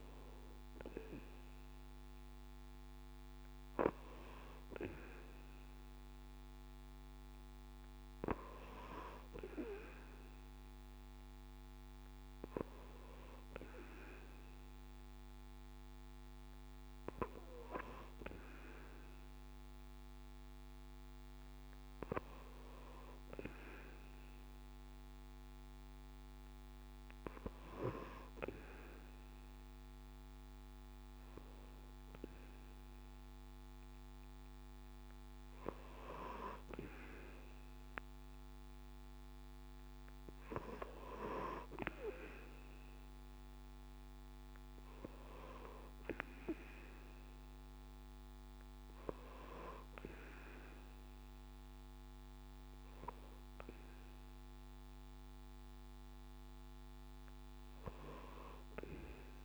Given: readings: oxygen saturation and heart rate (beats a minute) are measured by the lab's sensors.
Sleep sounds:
breathing in sleep by a microphone on the trachea; none
none scored
From the record:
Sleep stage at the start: N2 (light sleep); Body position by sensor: on the back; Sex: male

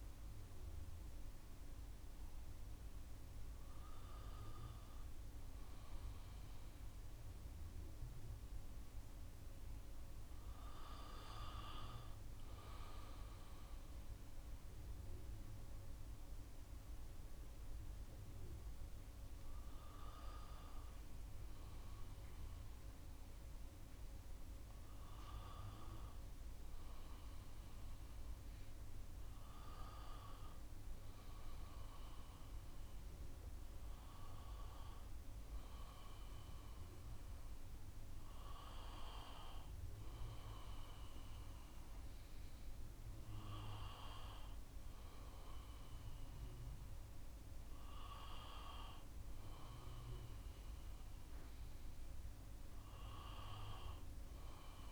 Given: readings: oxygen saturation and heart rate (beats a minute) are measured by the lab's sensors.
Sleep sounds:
a person partly awake in a sleep study, by a room microphone; none
3.50-54.92 s: new sleep stage, N1 (lightest sleep)
11.50-28.50 s: oxygen desaturation (device-marked, oxygen 98% before, 93% lowest, heart rate 70 before, 67 extreme)
From the record:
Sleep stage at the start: awake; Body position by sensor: on the right side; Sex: male

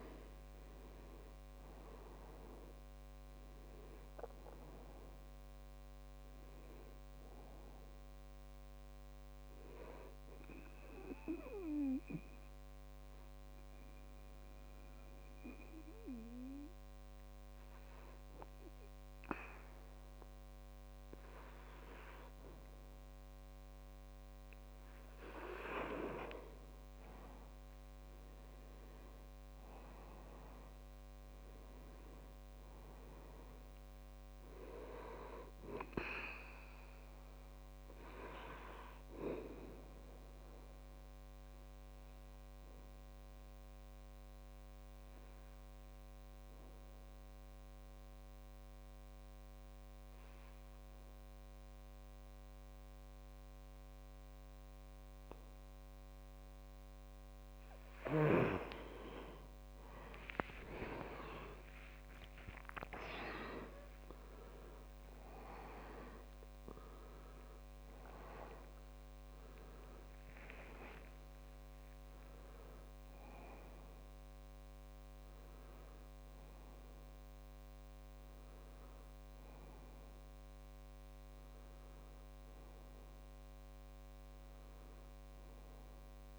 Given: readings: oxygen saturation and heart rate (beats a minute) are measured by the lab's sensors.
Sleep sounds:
breathing in sleep by a microphone on the trachea; 2
0.00-1.50 s: arousal
0.00-29.50 s: oxygen desaturation (device-marked, oxygen 91% lowest, heart rate 63 extreme)
10.50-24.00 s: obstructive apnea (oxygen 97% before, 91% lowest, heart rate 73 before, 63 extreme, up 7 after)
28.50-33.50 s: arousal
39.50-50.50 s: oxygen desaturation (device-marked, oxygen 99% before, 95% lowest, heart rate 68 before, 65 extreme)
39.50-58.00 s: obstructive apnea (oxygen 99% before, 94% lowest, heart rate 68 before, 65 extreme, up 9 after)
60.50-65.50 s: arousal
63.50-75.50 s: oxygen desaturation (device-marked, oxygen 98% before, 94% lowest, heart rate 66 before, 65 extreme)
From the record:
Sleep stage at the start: N2 (light sleep); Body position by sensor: on the back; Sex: male

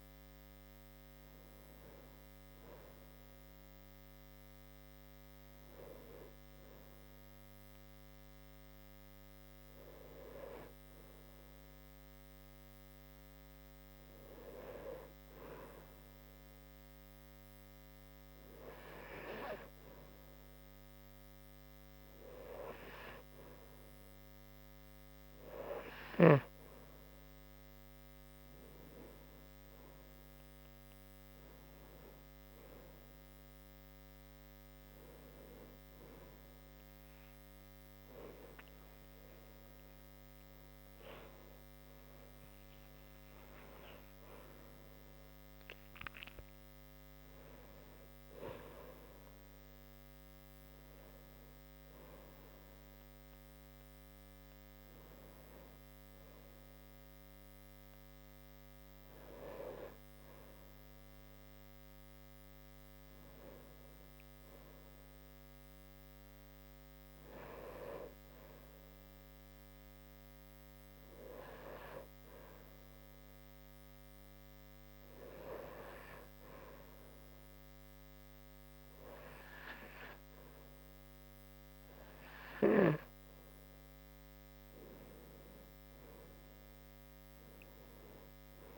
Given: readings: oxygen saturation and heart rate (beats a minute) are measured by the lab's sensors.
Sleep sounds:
breathing in sleep by a microphone on the trachea; 2
13.50-27.00 s: hypopnea (oxygen 96% before, 93% lowest)
29.00-31.50 s: arousal
39.00-44.00 s: arousal
70.00-82.00 s: hypopnea (oxygen 97% before, 93% lowest, heart rate 79 before, 74 extreme, up 7 after)
84.00-86.50 s: arousal
From the record:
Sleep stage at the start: N2 (light sleep); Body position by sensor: on the back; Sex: female

